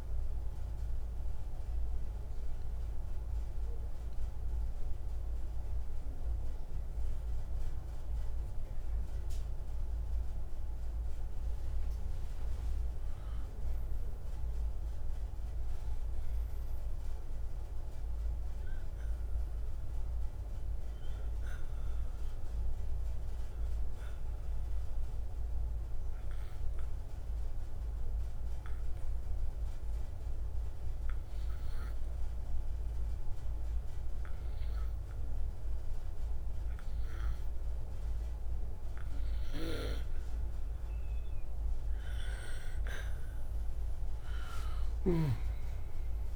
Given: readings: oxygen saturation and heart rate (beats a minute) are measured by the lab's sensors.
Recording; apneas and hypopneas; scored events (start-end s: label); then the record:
breathing in sleep, hard to hear, by a room microphone; 1
0.00-17.00 s: oxygen desaturation (device-marked, oxygen 87% lowest, heart rate 57 extreme)
22.00-39.50 s: obstructive apnea (oxygen 98% before, 89% lowest, heart rate 60 before, 59 extreme, up 4 after)
From the record:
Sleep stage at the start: N2 (light sleep); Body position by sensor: on the right side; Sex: male